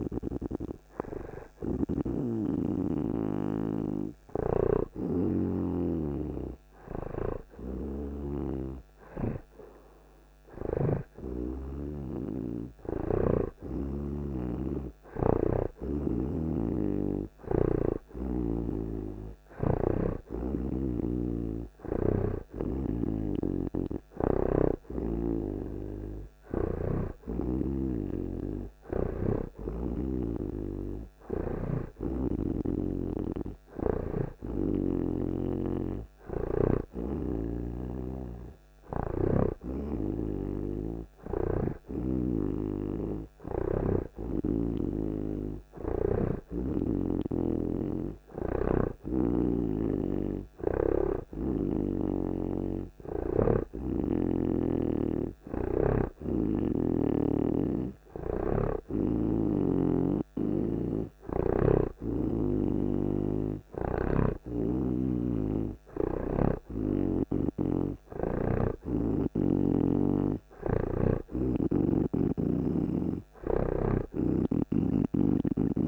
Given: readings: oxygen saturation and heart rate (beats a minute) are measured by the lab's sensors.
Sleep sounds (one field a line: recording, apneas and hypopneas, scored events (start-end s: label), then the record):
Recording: breathing in sleep by a microphone on the trachea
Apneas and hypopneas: none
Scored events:
0.00-9.50 s: oxygen desaturation (device-marked, oxygen 88% lowest)
1.50-8.50 s: snoring (device-marked)
23.00-27.00 s: snoring (device-marked)
31.50-35.00 s: snoring (device-marked)
37.00-45.00 s: snoring (device-marked)
49.50-54.50 s: snoring (device-marked)
64.00-67.50 s: snoring (device-marked)
From the record:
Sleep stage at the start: REM sleep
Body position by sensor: on the right side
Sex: male